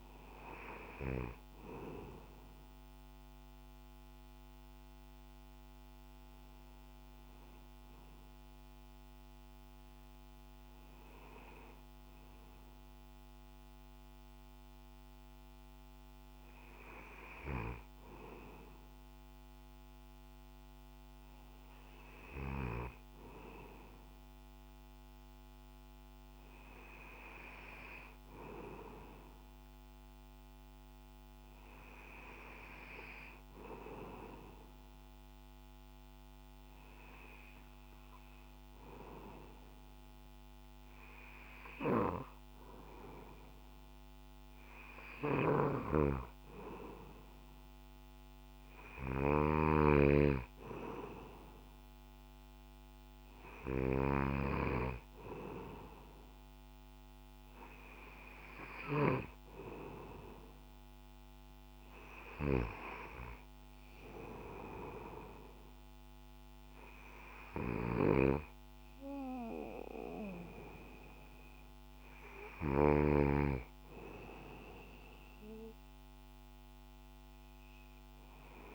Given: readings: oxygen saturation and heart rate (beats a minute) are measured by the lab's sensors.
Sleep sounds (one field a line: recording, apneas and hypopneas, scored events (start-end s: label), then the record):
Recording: breathing in sleep by a microphone on the trachea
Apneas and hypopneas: none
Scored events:
49.00-54.00 s: snoring (device-marked)
From the record:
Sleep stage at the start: N2 (light sleep)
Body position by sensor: on the back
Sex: male